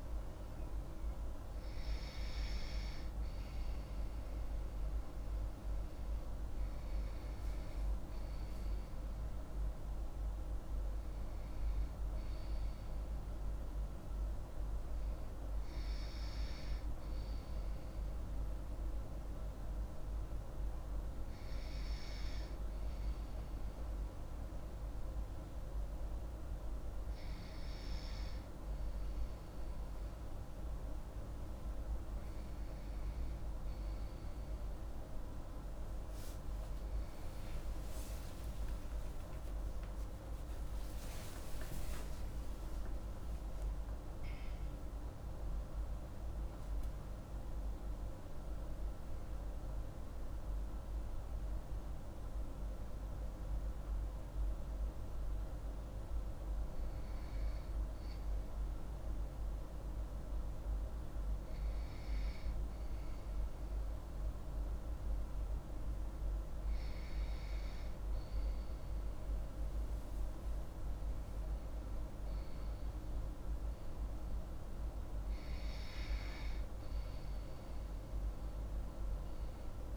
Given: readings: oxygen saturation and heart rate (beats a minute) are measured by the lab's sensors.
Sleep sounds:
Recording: breathing in sleep, hard to hear, by a room microphone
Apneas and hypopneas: 2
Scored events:
8.00-12.00 s: arousal
19.00-32.00 s: hypopnea (oxygen 96% before, 93% lowest)
38.00-44.50 s: arousal
55.00-67.00 s: hypopnea (oxygen 96% before, 94% lowest)
69.00-72.50 s: arousal
From the record:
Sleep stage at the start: N2 (light sleep)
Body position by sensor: on the left side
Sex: female

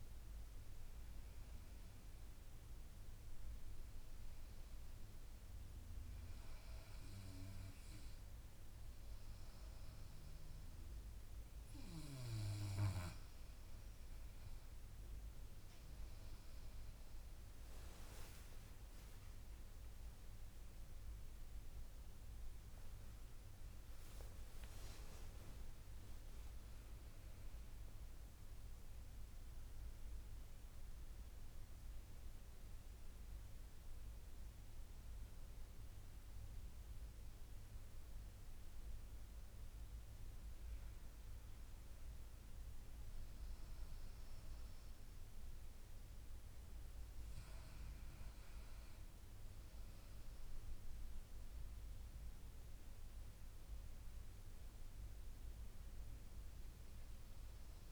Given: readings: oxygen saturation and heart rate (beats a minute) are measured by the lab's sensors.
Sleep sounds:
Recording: breathing in sleep, hard to hear, by a room microphone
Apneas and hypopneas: 1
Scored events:
4.00-14.00 s: hypopnea (oxygen 96% before, 93% lowest, heart rate 80 before, 76 extreme, up 10 after)
18.00-24.00 s: arousal
20.00-33.00 s: drop in pulse transit time (device-marked, heart rate 78 before, 83 extreme)
50.00-52.00 s: long interval between heartbeats (device-marked, heart rate 78 before, 78 extreme)
From the record:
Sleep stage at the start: N2 (light sleep)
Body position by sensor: on the back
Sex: female

